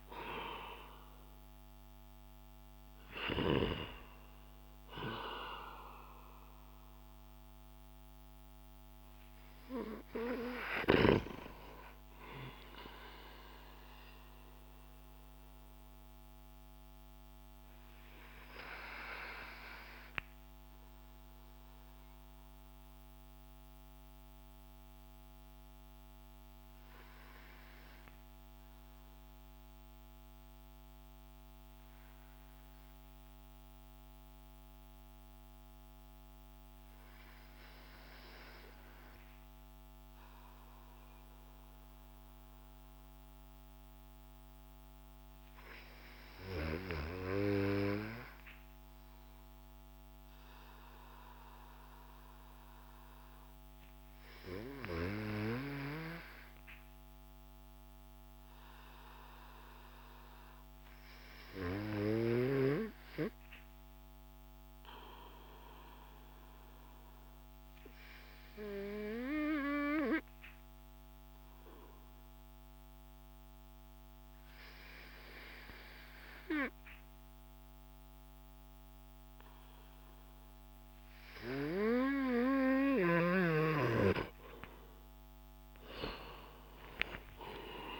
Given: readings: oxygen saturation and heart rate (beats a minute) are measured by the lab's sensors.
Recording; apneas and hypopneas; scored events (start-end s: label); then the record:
breathing in sleep by a microphone on the trachea; 1
0.00-3.00 s: snoring (device-marked)
0.00-4.50 s: arousal
16.50-83.00 s: obstructive apnea (oxygen 96% before, 92% lowest)
85.00-88.00 s: arousal
From the record:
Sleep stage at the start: N2 (light sleep); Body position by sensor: on the back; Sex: male